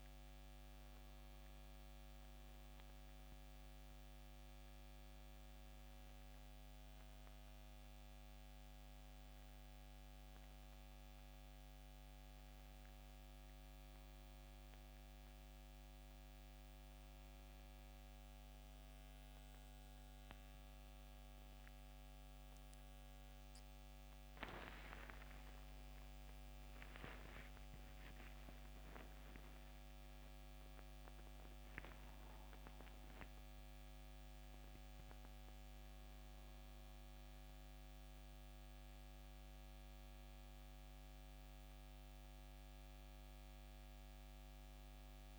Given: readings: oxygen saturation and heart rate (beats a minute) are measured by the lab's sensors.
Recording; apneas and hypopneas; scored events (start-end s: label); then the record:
breathing in sleep, hard to hear, by a microphone on the trachea; none
0.00-21.50 s: oxygen desaturation (device-marked, oxygen 89% lowest, heart rate 71 extreme)
22.50-26.50 s: arousal
27.50-45.39 s: new sleep stage, N2 (light sleep)
From the record:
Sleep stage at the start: N1 (lightest sleep); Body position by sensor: on the back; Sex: male